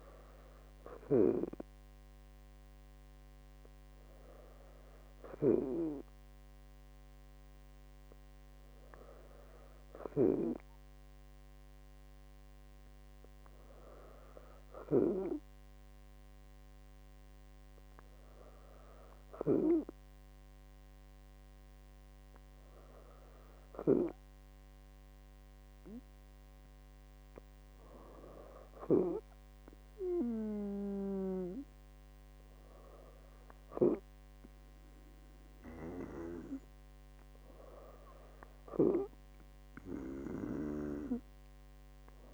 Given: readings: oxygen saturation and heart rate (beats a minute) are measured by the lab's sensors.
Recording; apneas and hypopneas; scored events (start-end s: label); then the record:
breathing in sleep by a microphone on the trachea; 1
7.50-37.50 s: hypopnea (oxygen 99% before, 95% lowest, heart rate 68 before, 65 extreme, up 2 after)
38.00-42.00 s: arousal
From the record:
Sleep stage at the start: N2 (light sleep); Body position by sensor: on the right side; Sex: female